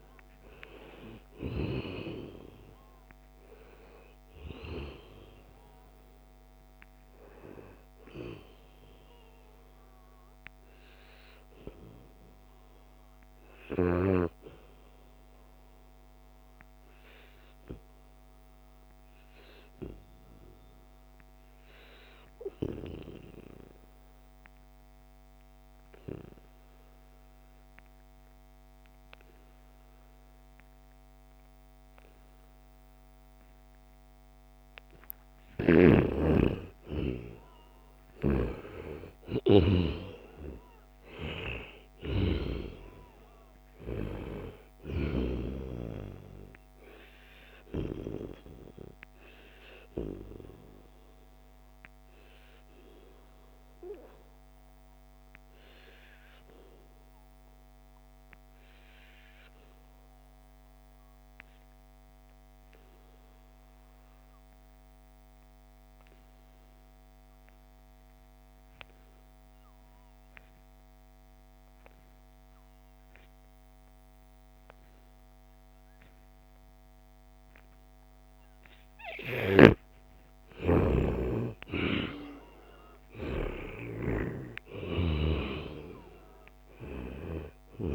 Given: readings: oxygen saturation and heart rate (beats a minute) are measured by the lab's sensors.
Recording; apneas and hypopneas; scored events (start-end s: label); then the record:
breathing in sleep by a microphone on the trachea; 2
0.00-19.00 s: oxygen desaturation (device-marked, oxygen 88% lowest, heart rate 70 extreme)
1.00-3.00 s: long interval between heartbeats (device-marked, heart rate 73 before, 107 extreme)
4.50-6.50 s: long interval between heartbeats (device-marked, heart rate 78 before, 114 extreme)
16.50-35.00 s: obstructive apnea (oxygen 95% before, 89% lowest, heart rate 90 before, 73 extreme, up 9 after)
35.00-37.00 s: long interval between heartbeats (device-marked, heart rate 77 before, 82 extreme)
36.00-59.00 s: oxygen desaturation (device-marked, oxygen 97% before, 91% lowest, heart rate 77 before, 70 extreme)
36.50-42.00 s: arousal
47.00-78.50 s: obstructive apnea (oxygen 97% before, 87% lowest, heart rate 78 before, 70 extreme, up 4 after)
76.00-87.95 s: oxygen desaturation (device-marked, oxygen 97% before, 87% lowest, heart rate 73 before, 71 extreme)
79.00-85.00 s: snoring (device-marked)
80.00-84.50 s: arousal
From the record:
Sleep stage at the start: N2 (light sleep); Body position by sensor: on the back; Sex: male